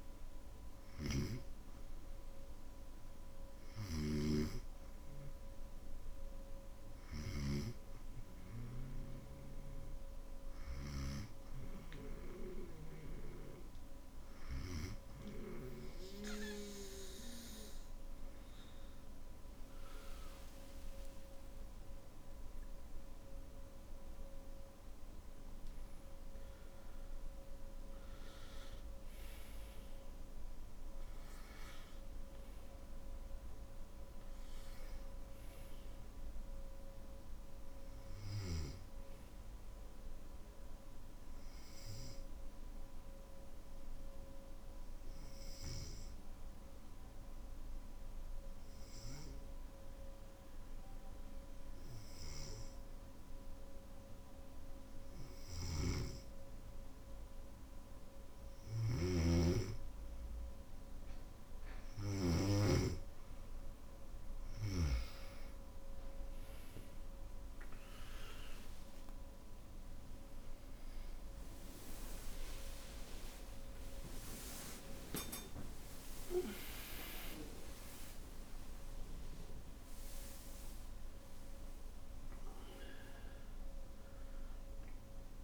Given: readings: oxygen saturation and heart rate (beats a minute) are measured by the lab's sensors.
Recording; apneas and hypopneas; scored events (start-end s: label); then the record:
breathing in sleep by a room microphone; 1
0.00-4.00 s: snoring (device-marked)
44.00-57.00 s: obstructive apnea (oxygen 97% before, 93% lowest, heart rate 59 before, 52 extreme, up 10 after)
58.50-62.00 s: snoring (device-marked)
63.50-83.50 s: oxygen desaturation (device-marked, oxygen 98% before, 93% lowest, heart rate 53 before, 53 extreme)
77.50-79.50 s: long interval between heartbeats (device-marked, heart rate 61 before, 82 extreme)
From the record:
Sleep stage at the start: N2 (light sleep); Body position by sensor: on the back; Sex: male